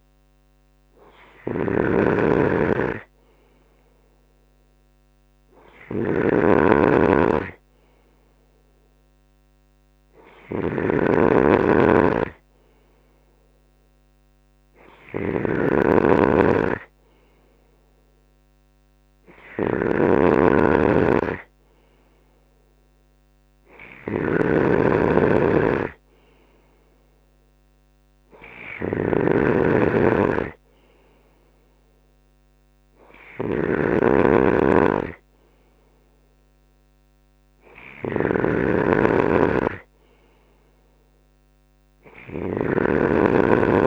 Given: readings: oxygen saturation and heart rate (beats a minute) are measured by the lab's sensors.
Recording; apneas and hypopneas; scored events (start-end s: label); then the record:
breathing in sleep by a microphone on the trachea; none
0.00-43.87 s: snoring (device-marked)
From the record:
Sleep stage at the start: N3 (deep sleep); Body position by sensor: on the right side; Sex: male